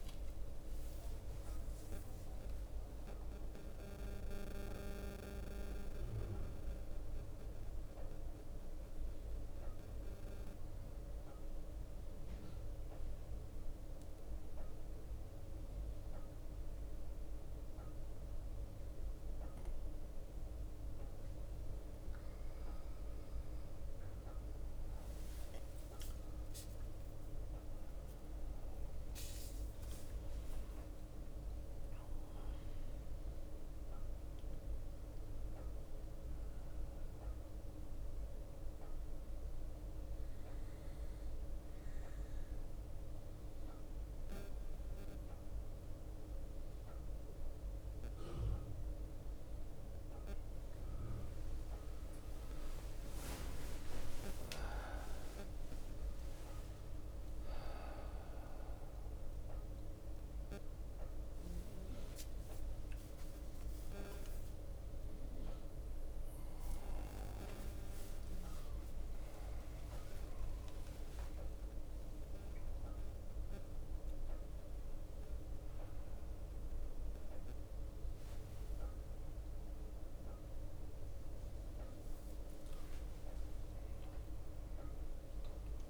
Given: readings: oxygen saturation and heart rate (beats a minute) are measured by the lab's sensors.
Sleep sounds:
a person partly awake in a sleep study, hard to hear, by a room microphone; 2
0.00-1.50 s: bradycardia (device-marked, heart rate 28 extreme)
0.00-1.50 s: drop in pulse transit time (device-marked, heart rate 28 extreme)
0.00-2.00 s: long interval between heartbeats (device-marked, heart rate 77 before, 49 extreme)
5.00-7.00 s: long interval between heartbeats (device-marked, heart rate 75 before, 73 extreme)
6.50-85.90 s: bradycardia (device-marked)
7.50-22.50 s: obstructive apnea (oxygen 95% before, 92% lowest)
24.50-30.00 s: arousal
29.50-52.50 s: oxygen desaturation (device-marked, oxygen 96% before, 92% lowest)
38.00-51.50 s: obstructive apnea (oxygen 96% before, 92% lowest)
40.00-42.00 s: long interval between heartbeats (device-marked)
48.50-85.90 s: new sleep stage, awake
50.50-52.50 s: long interval between heartbeats (device-marked)
56.00-58.00 s: long interval between heartbeats (device-marked)
75.00-77.00 s: long interval between heartbeats (device-marked)
78.00-80.00 s: long interval between heartbeats (device-marked)
83.00-85.00 s: long interval between heartbeats (device-marked)
From the record:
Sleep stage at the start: N2 (light sleep); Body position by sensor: on the right side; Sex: male

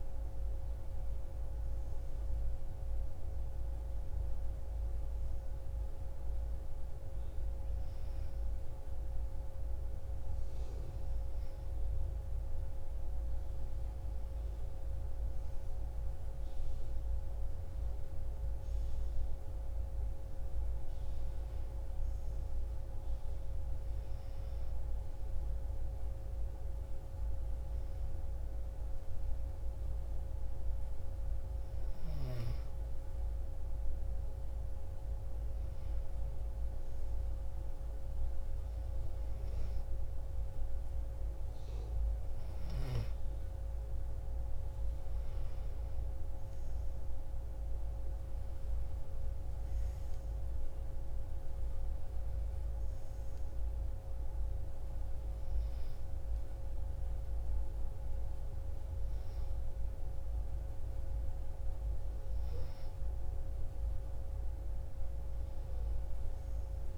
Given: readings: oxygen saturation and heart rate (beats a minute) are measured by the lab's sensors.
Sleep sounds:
breathing in sleep, hard to hear, by a room microphone; none
57.50-66.97 s: new sleep stage, N2 (light sleep)
From the record:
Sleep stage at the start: N1 (lightest sleep); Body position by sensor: on the back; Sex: female

